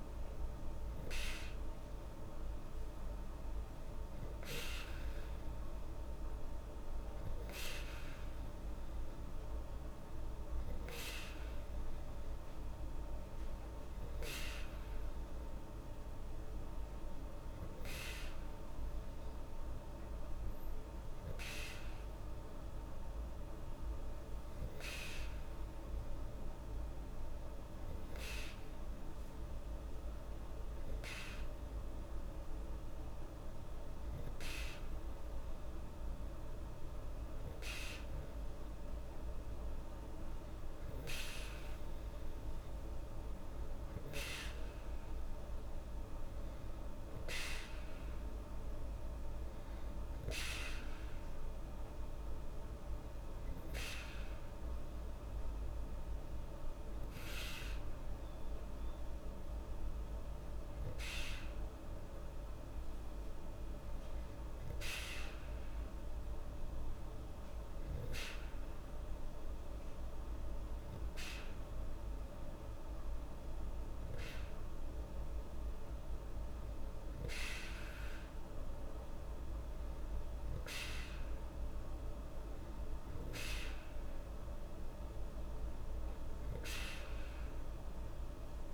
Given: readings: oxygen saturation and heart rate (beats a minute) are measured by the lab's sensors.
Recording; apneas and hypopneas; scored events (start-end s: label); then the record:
breathing in sleep by a room microphone; none
none scored
From the record:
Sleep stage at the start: N2 (light sleep); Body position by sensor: on the back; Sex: female